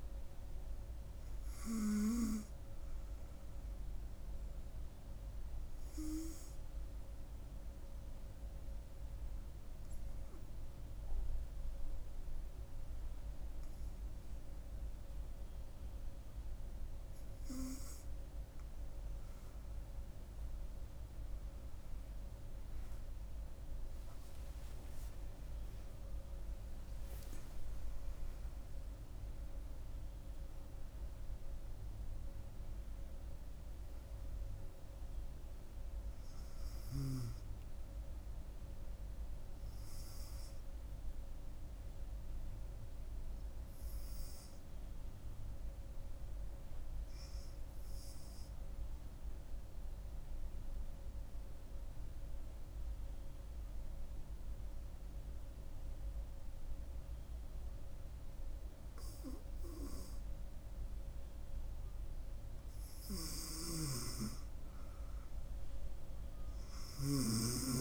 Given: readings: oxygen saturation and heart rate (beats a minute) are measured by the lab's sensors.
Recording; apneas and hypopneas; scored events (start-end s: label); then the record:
breathing in sleep by a room microphone; 2
5.50-19.50 s: hypopnea (oxygen 97% before, 94% lowest, heart rate 72 before, 66 extreme, up 11 after)
22.00-26.50 s: arousal
49.00-62.00 s: obstructive apnea (oxygen 98% before, 93% lowest, heart rate 74 before, 66 extreme, up 6 after)
64.50-67.81 s: oxygen desaturation (device-marked, oxygen 98% before, 93% lowest, heart rate 66 before, 68 extreme)
65.00-67.81 s: arousal
From the record:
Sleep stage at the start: N2 (light sleep); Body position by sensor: on the right side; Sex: female